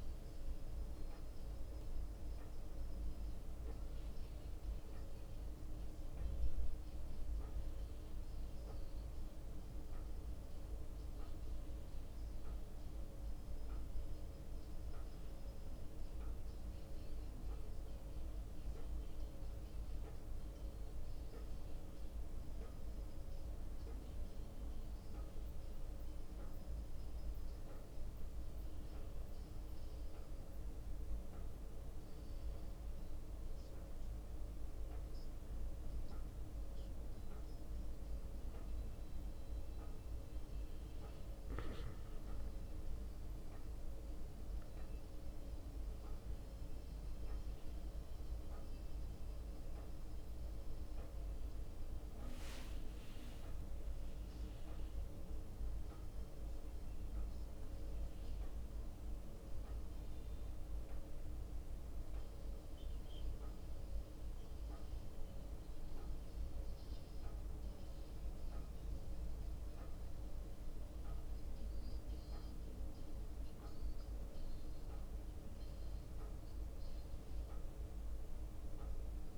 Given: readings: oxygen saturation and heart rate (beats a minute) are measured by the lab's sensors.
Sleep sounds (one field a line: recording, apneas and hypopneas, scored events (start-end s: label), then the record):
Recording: a person awake in a sleep study, hard to hear, by a room microphone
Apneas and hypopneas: none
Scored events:
0.00-4.50 s: leg movement (device-marked)
0.00-13.50 s: drop in pulse transit time (device-marked, heart rate 59 extreme)
0.00-26.50 s: bradycardia (device-marked, heart rate 58 extreme)
5.50-12.50 s: leg movement (device-marked)
15.00-22.00 s: leg movement (device-marked)
23.50-31.00 s: leg movement (device-marked)
33.00-43.00 s: leg movement (device-marked)
53.00-55.00 s: long interval between heartbeats (device-marked, heart rate 62 before, 78 extreme)
55.50-63.00 s: leg movement (device-marked)
64.00-71.00 s: leg movement (device-marked)
69.50-79.38 s: drop in pulse transit time (device-marked, heart rate 68 before, 60 extreme)
72.50-79.38 s: leg movement (device-marked)
From the record:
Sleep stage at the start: awake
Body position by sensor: on the back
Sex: male